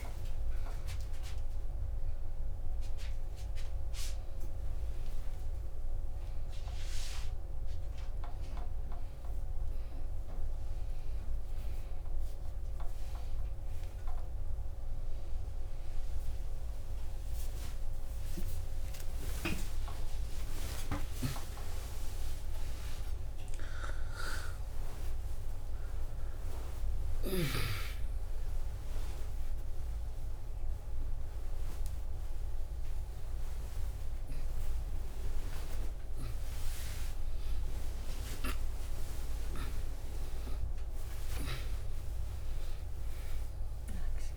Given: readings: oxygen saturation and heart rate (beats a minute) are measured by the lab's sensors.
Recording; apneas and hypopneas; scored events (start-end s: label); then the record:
a person awake in a sleep study, by a room microphone; none
none scored
From the record:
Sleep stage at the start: awake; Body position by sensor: on the back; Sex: female